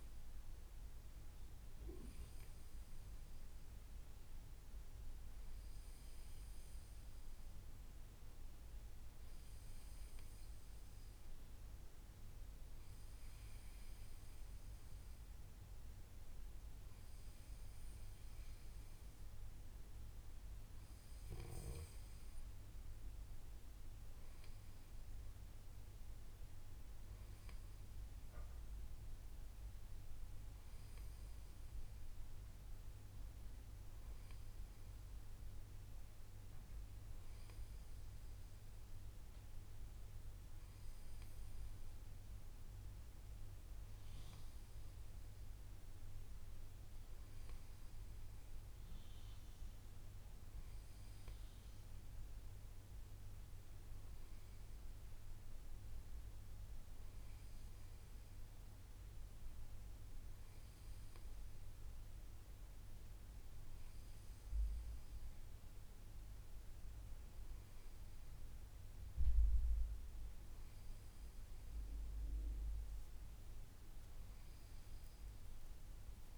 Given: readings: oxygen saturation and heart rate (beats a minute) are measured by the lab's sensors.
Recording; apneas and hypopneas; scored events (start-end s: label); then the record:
breathing in sleep, hard to hear, by a room microphone; none
none scored
From the record:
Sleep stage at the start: N2 (light sleep); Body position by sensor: on the back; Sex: male